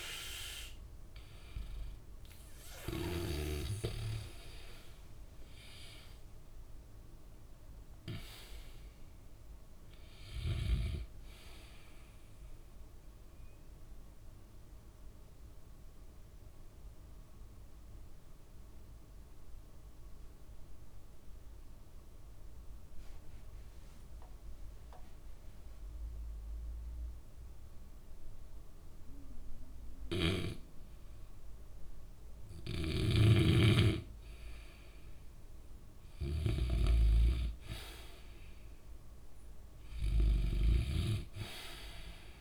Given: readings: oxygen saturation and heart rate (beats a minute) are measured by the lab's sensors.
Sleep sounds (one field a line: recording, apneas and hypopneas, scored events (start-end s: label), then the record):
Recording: breathing in sleep by a room microphone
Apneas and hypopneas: 1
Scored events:
0.00-24.00 s: oxygen desaturation (device-marked, oxygen 88% lowest, heart rate 56 extreme)
13.50-32.00 s: obstructive apnea (oxygen 96% before, 88% lowest, heart rate 71 before, 56 extreme, up 0 after)
33.00-37.50 s: snoring (device-marked)
36.00-39.00 s: arousal
41.00-42.41 s: oxygen desaturation (device-marked, oxygen 96% before, 90% lowest, heart rate 66 before, 62 extreme)
From the record:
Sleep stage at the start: N2 (light sleep)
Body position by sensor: on the back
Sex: male